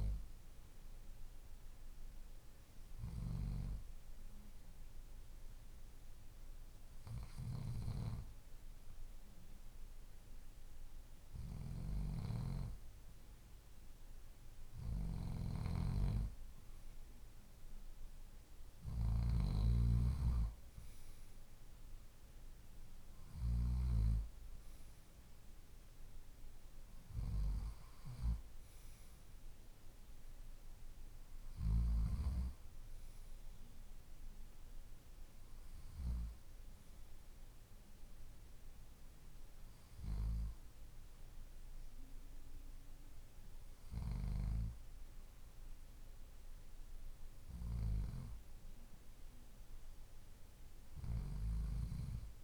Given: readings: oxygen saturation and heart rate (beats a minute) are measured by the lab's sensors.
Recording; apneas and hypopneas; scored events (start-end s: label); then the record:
breathing in sleep by a room microphone; none
none scored
From the record:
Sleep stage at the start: N2 (light sleep); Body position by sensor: on the left side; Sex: male